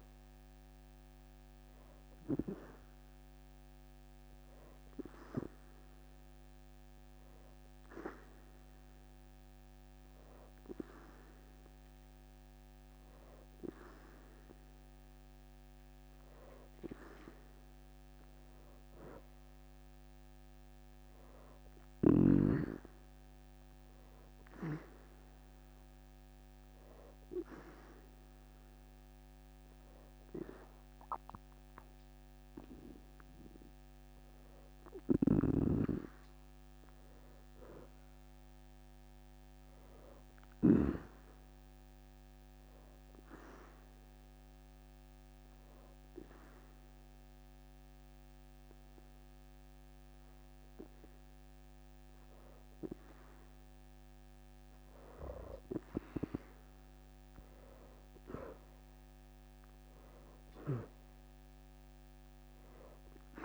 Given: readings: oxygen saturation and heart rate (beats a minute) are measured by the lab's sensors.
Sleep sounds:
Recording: breathing in sleep by a microphone on the trachea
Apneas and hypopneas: 3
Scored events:
0.00-14.00 s: oxygen desaturation (device-marked, oxygen 81% lowest, heart rate 64 extreme)
4.50-15.50 s: hypopnea (oxygen 92% before, 82% lowest, heart rate 78 before, 64 extreme, up 13 after)
17.50-21.50 s: arousal
25.00-35.00 s: hypopnea (oxygen 94% before, 82% lowest, heart rate 73 before, 64 extreme, up 11 after)
34.50-40.50 s: snoring (device-marked)
37.00-40.50 s: arousal
44.00-55.50 s: hypopnea (oxygen 94% before, 82% lowest, heart rate 75 before, 67 extreme, up 18 after)
45.00-57.00 s: oxygen desaturation (device-marked, oxygen 91% before, 86% lowest, heart rate 75 before, 67 extreme)
57.50-61.00 s: arousal
59.00-63.45 s: oxygen desaturation (device-marked, oxygen 92% before, 82% lowest, heart rate 75 before, 68 extreme)
From the record:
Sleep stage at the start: N2 (light sleep)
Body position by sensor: on the back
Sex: female

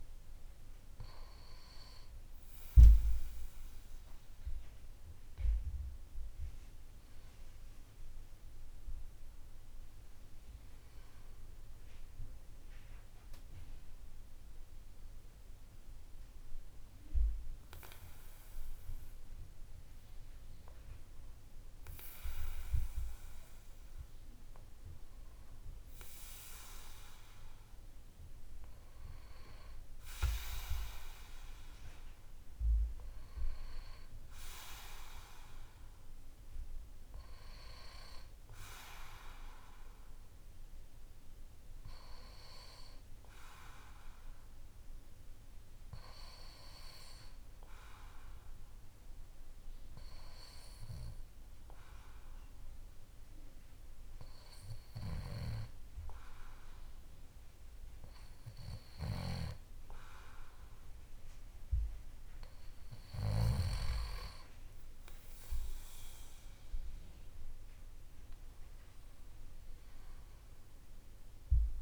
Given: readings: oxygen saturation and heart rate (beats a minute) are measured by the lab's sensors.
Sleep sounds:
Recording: breathing in sleep by a room microphone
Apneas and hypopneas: 1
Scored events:
31.50-35.50 s: arousal
43.50-59.00 s: obstructive apnea (oxygen 96% before, 93% lowest, heart rate 58 before, 50 extreme, up 5 after)
63.00-66.00 s: arousal
From the record:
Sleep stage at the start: N2 (light sleep)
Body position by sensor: on the back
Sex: male

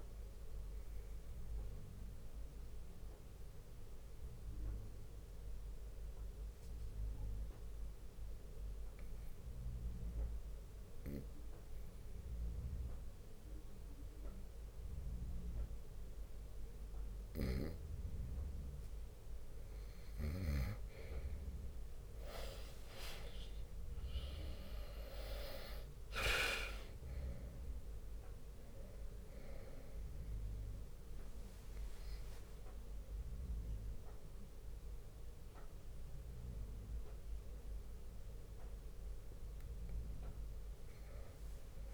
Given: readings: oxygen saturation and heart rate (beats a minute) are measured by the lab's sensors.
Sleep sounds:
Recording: breathing in sleep by a room microphone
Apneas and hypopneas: 1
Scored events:
0.00-2.50 s: drop in pulse transit time (device-marked, heart rate 63 extreme)
0.00-16.50 s: oxygen desaturation (device-marked, oxygen 91% lowest, heart rate 59 extreme)
1.00-19.50 s: obstructive apnea (oxygen 97% before, 91% lowest, heart rate 65 before, 59 extreme, up 10 after)
3.50-16.50 s: bradycardia (device-marked, heart rate 65 before, 59 extreme)
21.50-26.50 s: arousal
24.50-38.50 s: drop in pulse transit time (device-marked, heart rate 60 before, 63 extreme)
39.50-41.94 s: arousal
From the record:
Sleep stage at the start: N2 (light sleep)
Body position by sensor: on the right side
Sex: male

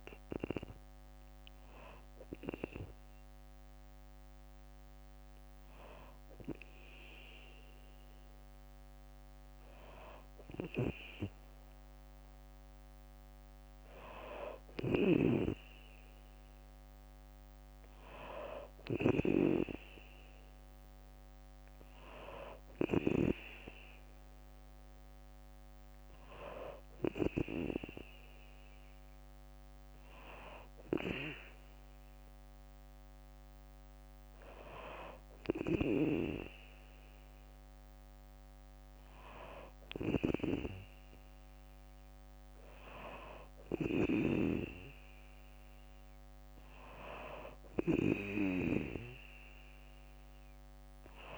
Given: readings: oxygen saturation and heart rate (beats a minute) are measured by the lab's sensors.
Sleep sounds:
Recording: breathing in sleep by a microphone on the trachea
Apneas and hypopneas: none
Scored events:
0.00-4.00 s: drop in pulse transit time (device-marked, heart rate 63 extreme)
50.00-51.38 s: drop in pulse transit time (device-marked, heart rate 63 before, 63 extreme)
From the record:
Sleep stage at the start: N2 (light sleep)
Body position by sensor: on the back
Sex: female

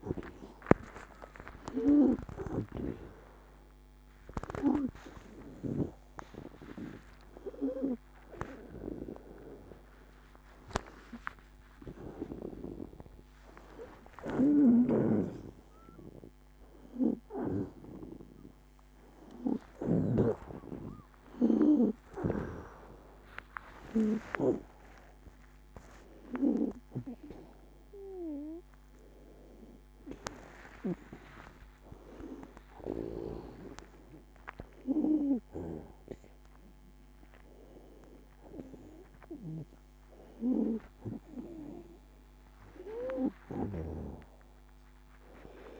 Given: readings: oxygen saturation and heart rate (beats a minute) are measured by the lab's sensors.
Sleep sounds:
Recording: a person awake in a sleep study, by a microphone on the trachea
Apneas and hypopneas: none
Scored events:
10.50-21.50 s: oxygen desaturation (device-marked, oxygen 95% before, 87% lowest, heart rate 94 before, 57 extreme)
From the record:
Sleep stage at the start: awake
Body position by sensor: on the back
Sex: female

